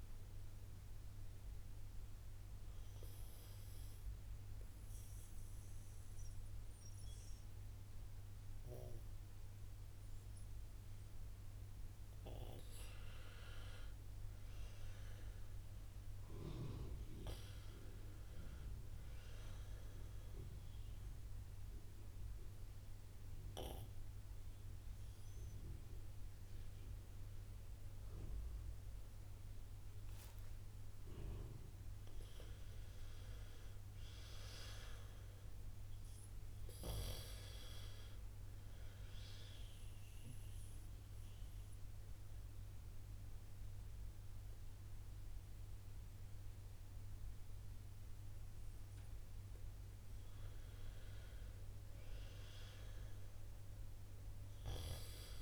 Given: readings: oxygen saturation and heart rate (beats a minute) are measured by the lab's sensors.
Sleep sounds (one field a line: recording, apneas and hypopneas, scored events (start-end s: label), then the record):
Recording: breathing in sleep by a room microphone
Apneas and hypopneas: 3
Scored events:
0.00-18.50 s: oxygen desaturation (device-marked, oxygen 83% lowest, heart rate 57 extreme)
1.00-12.50 s: hypopnea (oxygen 92% before, 83% lowest, heart rate 58 before, 57 extreme, up 4 after)
14.50-17.50 s: arousal
21.00-32.00 s: obstructive apnea (oxygen 93% before, 84% lowest, heart rate 59 before, 57 extreme, up 2 after)
25.50-38.50 s: oxygen desaturation (device-marked, oxygen 93% before, 88% lowest, heart rate 59 before, 57 extreme)
34.00-37.50 s: arousal
40.00-50.00 s: obstructive apnea (oxygen 93% before, 84% lowest, heart rate 59 before, 57 extreme, up 3 after)
44.50-55.42 s: oxygen desaturation (device-marked, oxygen 92% before, 84% lowest, heart rate 59 before, 57 extreme)
54.00-55.42 s: arousal
From the record:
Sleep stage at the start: N2 (light sleep)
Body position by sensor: on the right side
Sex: female